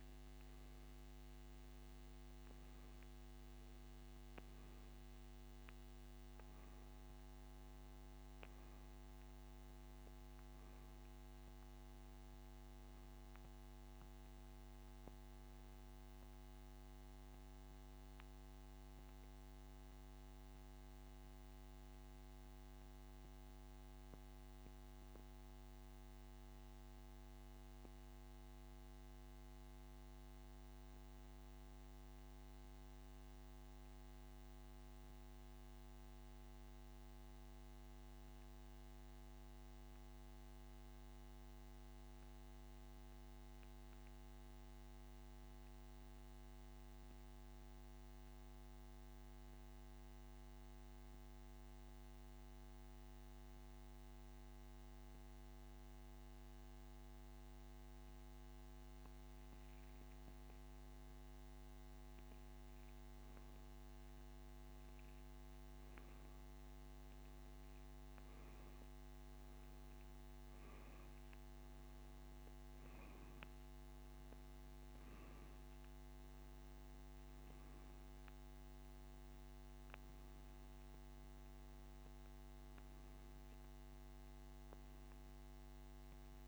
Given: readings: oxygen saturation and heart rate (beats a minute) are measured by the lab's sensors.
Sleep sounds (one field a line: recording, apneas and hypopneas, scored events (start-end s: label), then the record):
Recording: breathing in sleep, hard to hear, by a microphone on the trachea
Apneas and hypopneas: 1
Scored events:
5.50-45.50 s: oxygen desaturation (device-marked, oxygen 97% before, 91% lowest)
21.50-86.48 s: new sleep stage, N2 (light sleep)
32.50-57.50 s: central apnea (oxygen 96% before, 89% lowest)
60.50-65.50 s: arousal
71.50-86.48 s: oxygen desaturation (device-marked, oxygen 97% before, 93% lowest)
From the record:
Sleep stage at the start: N1 (lightest sleep)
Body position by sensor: on the back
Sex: male